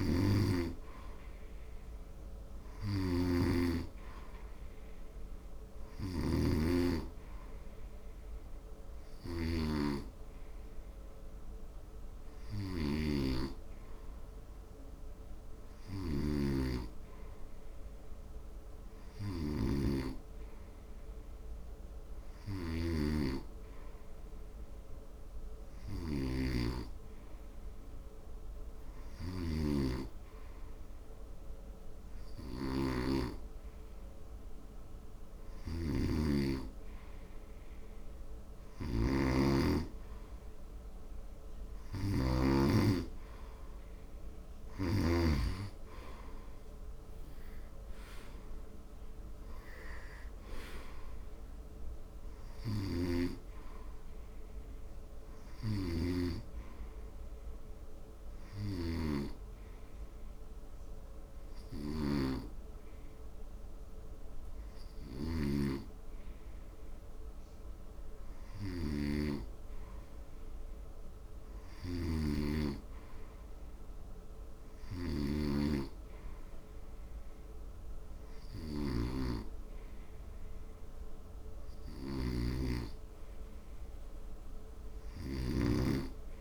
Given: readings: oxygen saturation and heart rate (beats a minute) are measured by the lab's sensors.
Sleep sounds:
breathing in sleep by a room microphone; 2
0.00-2.00 s: arousal
2.50-6.50 s: snoring (device-marked)
4.00-21.00 s: oxygen desaturation (device-marked, oxygen 96% before, 91% lowest, heart rate 74 before, 71 extreme)
11.00-34.00 s: hypopnea (oxygen 96% before, 91% lowest, heart rate 73 before, 71 extreme, up 1 after)
36.00-39.50 s: arousal
55.50-68.00 s: hypopnea (oxygen 94% before, 91% lowest, heart rate 77 before, 69 extreme)
68.50-72.50 s: arousal
From the record:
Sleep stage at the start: N2 (light sleep); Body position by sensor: on the front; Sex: male

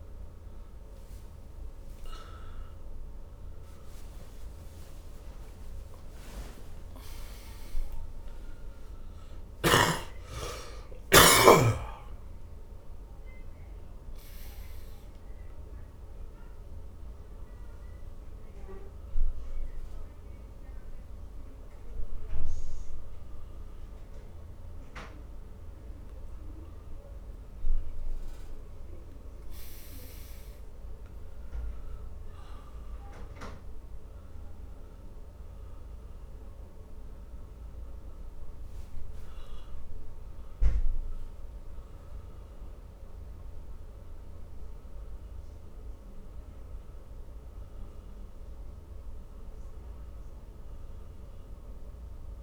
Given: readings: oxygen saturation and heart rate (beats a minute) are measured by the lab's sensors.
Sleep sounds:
a person awake in a sleep study, by a room microphone; none
28.00-52.43 s: new sleep stage, N1 (lightest sleep)
From the record:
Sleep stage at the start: awake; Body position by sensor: on the back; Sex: male

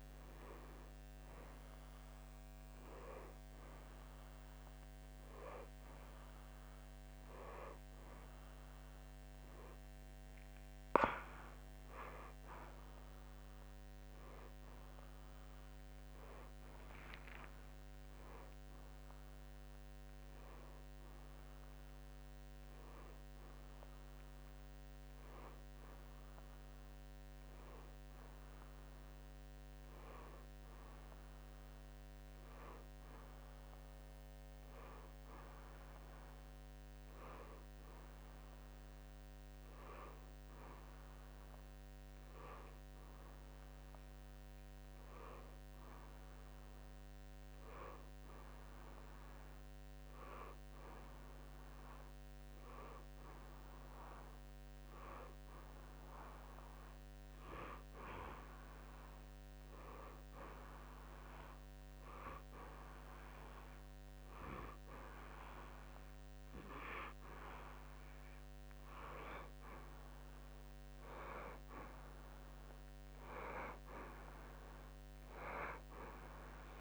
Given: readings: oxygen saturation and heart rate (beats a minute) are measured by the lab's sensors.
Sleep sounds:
breathing in sleep by a microphone on the trachea; none
0.00-1.00 s: arousal
17.00-28.00 s: oxygen desaturation (device-marked, oxygen 97% before, 94% lowest, heart rate 59 before, 57 extreme)
76.00-76.81 s: new sleep stage, N2 (light sleep)
From the record:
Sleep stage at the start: N1 (lightest sleep); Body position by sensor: on the back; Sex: male

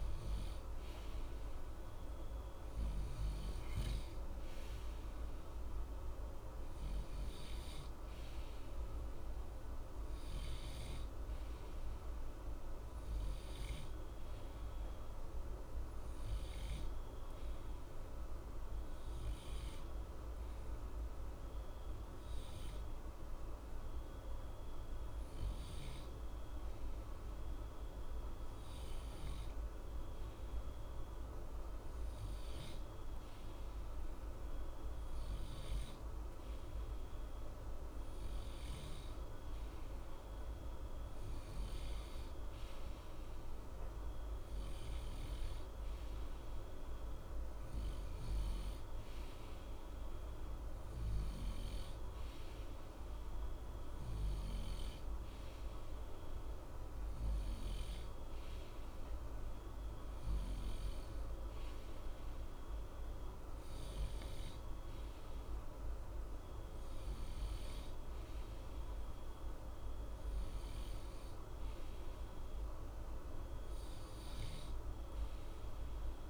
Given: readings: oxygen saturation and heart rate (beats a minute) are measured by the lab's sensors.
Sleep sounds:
breathing in sleep, hard to hear, by a room microphone; 1
17.50-30.50 s: obstructive apnea (oxygen 93% before, 92% lowest, heart rate 60 before, 60 extreme, up 0 after)
33.50-37.00 s: arousal
From the record:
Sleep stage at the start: N2 (light sleep); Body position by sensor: on the right side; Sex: male

